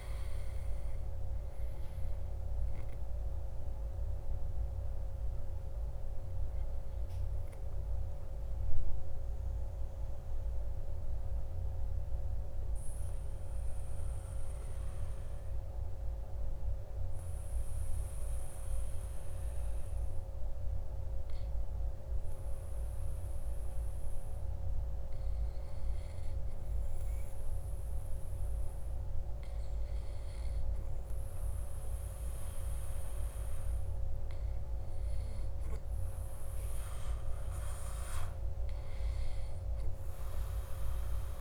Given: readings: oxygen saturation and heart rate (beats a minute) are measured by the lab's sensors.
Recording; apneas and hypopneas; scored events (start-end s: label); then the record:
breathing in sleep, hard to hear, by a room microphone; 1
8.50-25.00 s: obstructive apnea (oxygen 99% before, 96% lowest, heart rate 59 before, 57 extreme, up 2 after)
28.00-31.00 s: arousal
From the record:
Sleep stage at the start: N2 (light sleep); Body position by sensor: on the back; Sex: male